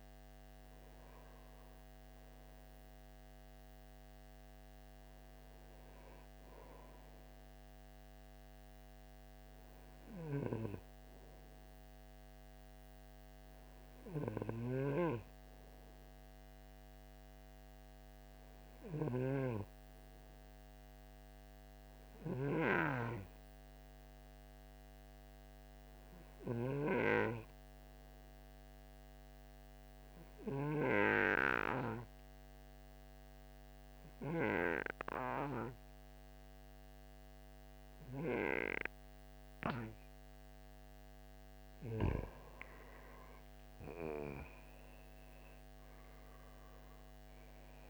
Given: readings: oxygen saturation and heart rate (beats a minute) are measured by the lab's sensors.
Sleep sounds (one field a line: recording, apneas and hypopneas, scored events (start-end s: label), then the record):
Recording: breathing in sleep by a microphone on the trachea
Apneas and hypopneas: 1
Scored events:
23.00-40.00 s: obstructive apnea (oxygen 97% before, 92% lowest, heart rate 56 before, 53 extreme, up 12 after)
43.00-47.90 s: oxygen desaturation (device-marked, oxygen 96% before, 92% lowest, heart rate 55 before, 50 extreme)
43.50-47.50 s: arousal
From the record:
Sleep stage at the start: N2 (light sleep)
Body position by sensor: on the right side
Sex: male